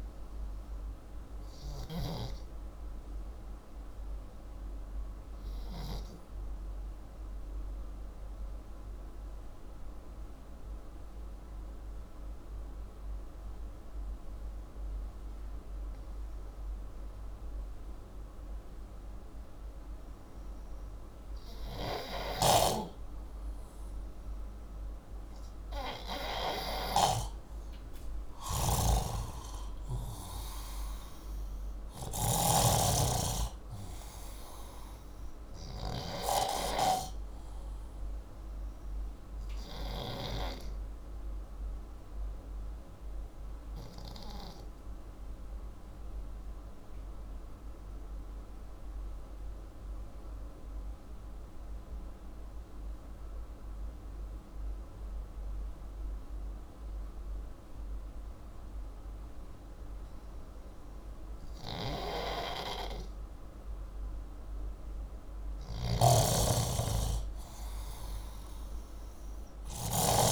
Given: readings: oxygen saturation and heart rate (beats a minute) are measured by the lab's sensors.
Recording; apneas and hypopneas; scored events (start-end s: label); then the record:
breathing in sleep by a room microphone; 2
0.50-19.00 s: obstructive apnea
21.50-25.00 s: arousal
21.50-32.00 s: snoring (device-marked)
43.00-61.50 s: obstructive apnea
64.00-67.50 s: arousal
65.00-70.32 s: snoring (device-marked)
From the record:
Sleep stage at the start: N2 (light sleep); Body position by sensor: upright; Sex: male